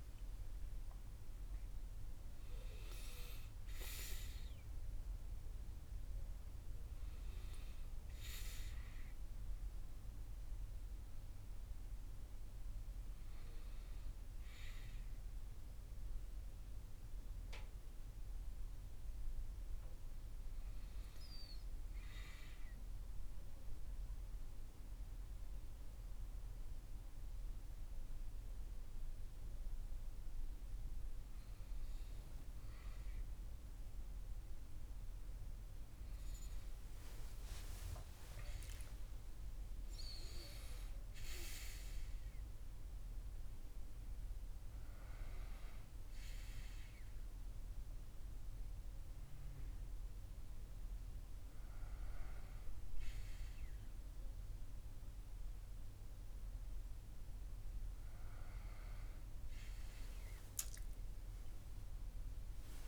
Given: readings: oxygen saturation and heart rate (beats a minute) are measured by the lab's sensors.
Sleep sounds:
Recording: a person partly awake in a sleep study, by a room microphone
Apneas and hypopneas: 1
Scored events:
10.50-62.88 s: new sleep stage, N1 (lightest sleep)
22.00-32.00 s: central apnea (oxygen 97% before, 94% lowest)
34.00-37.50 s: arousal
61.50-62.88 s: arousal
From the record:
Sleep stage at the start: awake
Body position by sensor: on the back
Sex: male

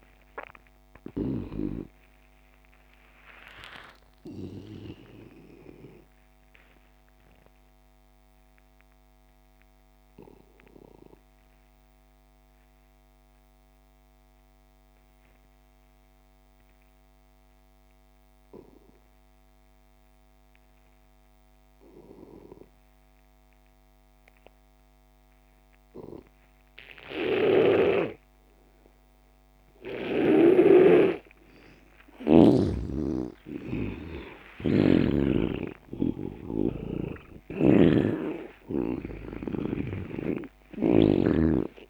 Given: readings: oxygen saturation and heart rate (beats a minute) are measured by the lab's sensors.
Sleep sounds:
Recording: breathing in sleep by a microphone on the trachea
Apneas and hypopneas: 1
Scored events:
0.00-2.00 s: snoring (device-marked)
0.00-17.00 s: oxygen desaturation (device-marked, oxygen 85% lowest)
5.00-32.00 s: obstructive apnea (oxygen 99% before, 82% lowest)
27.50-31.00 s: snoring (device-marked)
29.00-41.90 s: oxygen desaturation (device-marked, oxygen 98% before, 82% lowest)
33.00-39.00 s: arousal
38.00-41.50 s: snoring (device-marked)
From the record:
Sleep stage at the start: N2 (light sleep)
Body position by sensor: on the back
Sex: male

